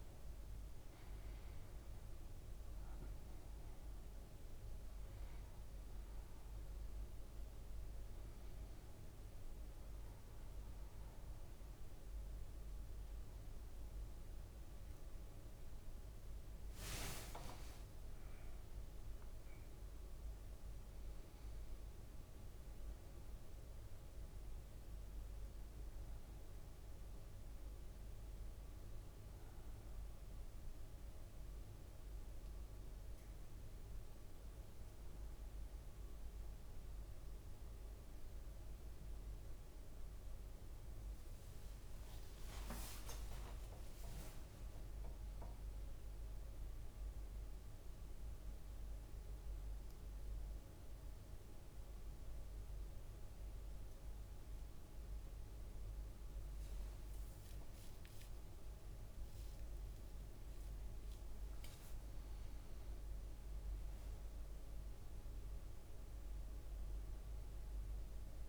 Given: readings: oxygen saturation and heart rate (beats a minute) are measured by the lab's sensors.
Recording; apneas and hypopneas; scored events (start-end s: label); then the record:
breathing in sleep, hard to hear, by a room microphone; none
2.00-14.00 s: bradycardia (device-marked, heart rate 59 before, 58 extreme)
15.50-17.50 s: leg movement (device-marked)
18.00-30.00 s: drop in pulse transit time (device-marked, heart rate 60 before, 57 extreme)
24.00-41.00 s: bradycardia (device-marked, heart rate 59 before, 57 extreme)
41.50-45.50 s: leg movement (device-marked)
42.00-46.50 s: arousal
43.00-54.00 s: drop in pulse transit time (device-marked, heart rate 59 before, 59 extreme)
51.00-59.00 s: bradycardia (device-marked, heart rate 59 before, 59 extreme)
56.00-65.00 s: leg movement (device-marked)
65.50-68.49 s: arousal
From the record:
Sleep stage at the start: N1 (lightest sleep); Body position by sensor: on the back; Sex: male